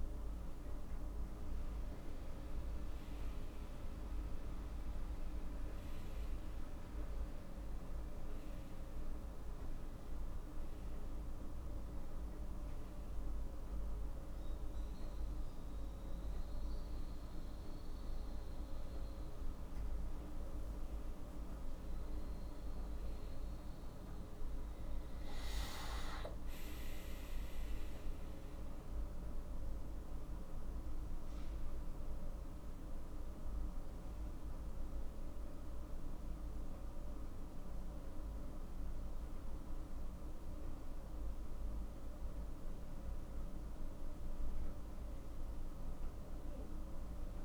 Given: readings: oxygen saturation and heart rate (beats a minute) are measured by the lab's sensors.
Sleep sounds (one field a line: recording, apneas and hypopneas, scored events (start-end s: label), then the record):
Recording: a person awake in a sleep study, hard to hear, by a room microphone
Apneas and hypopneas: none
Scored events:
none scored
From the record:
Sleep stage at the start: awake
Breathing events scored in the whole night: 309 in 4.6 hours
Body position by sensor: on the back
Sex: male